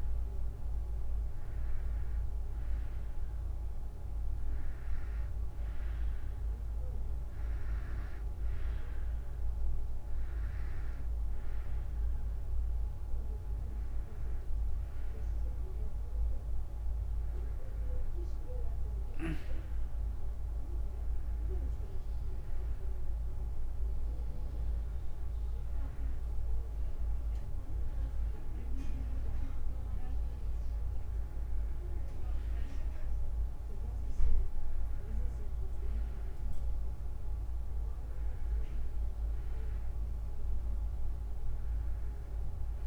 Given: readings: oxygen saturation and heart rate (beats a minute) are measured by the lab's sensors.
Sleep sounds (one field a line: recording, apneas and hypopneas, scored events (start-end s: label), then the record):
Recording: breathing in sleep, hard to hear, by a room microphone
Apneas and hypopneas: none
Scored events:
none scored
From the record:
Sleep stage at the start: N2 (light sleep)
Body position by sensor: on the right side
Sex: female